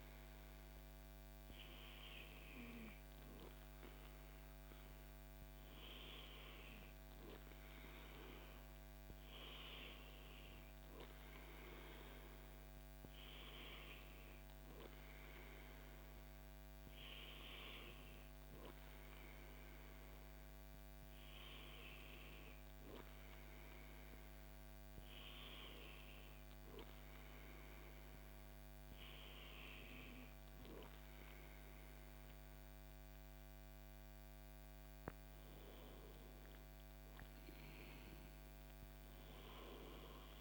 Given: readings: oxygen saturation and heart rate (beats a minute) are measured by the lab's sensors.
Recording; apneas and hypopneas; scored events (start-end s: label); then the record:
breathing in sleep by a microphone on the trachea; none
none scored
From the record:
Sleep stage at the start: N2 (light sleep); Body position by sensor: on the back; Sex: male